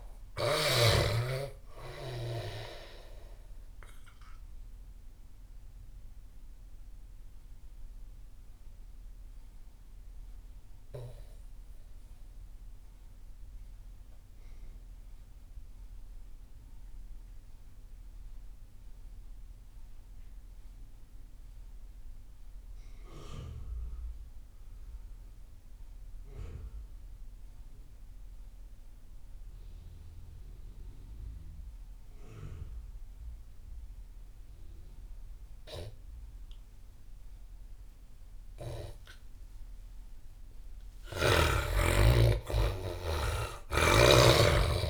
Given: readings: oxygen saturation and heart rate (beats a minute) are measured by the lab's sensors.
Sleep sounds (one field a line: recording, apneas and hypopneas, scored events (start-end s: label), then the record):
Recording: breathing in sleep by a room microphone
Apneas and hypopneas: 1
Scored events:
0.00-1.00 s: snoring (device-marked)
0.00-14.00 s: oxygen desaturation (device-marked, oxygen 84% lowest)
5.50-39.00 s: obstructive apnea (oxygen 98% before, 80% lowest)
30.00-44.90 s: oxygen desaturation (device-marked, oxygen 98% before, 80% lowest)
40.50-44.50 s: arousal
43.50-44.90 s: snoring (device-marked)
From the record:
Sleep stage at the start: N2 (light sleep)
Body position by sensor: on the back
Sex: male